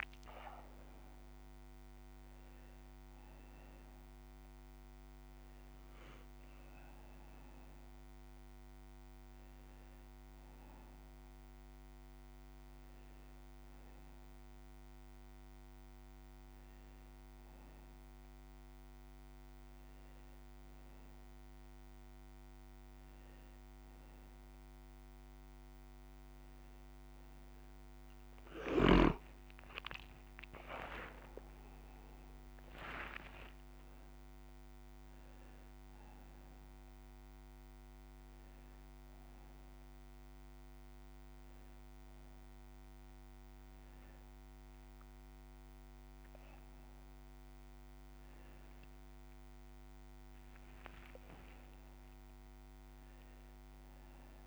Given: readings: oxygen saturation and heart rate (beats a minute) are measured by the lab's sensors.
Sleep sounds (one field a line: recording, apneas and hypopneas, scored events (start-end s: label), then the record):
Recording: a person awake in a sleep study, by a microphone on the trachea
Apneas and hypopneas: none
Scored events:
54.00-54.47 s: new sleep stage, N1 (lightest sleep)
From the record:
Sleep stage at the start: awake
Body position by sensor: on the back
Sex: male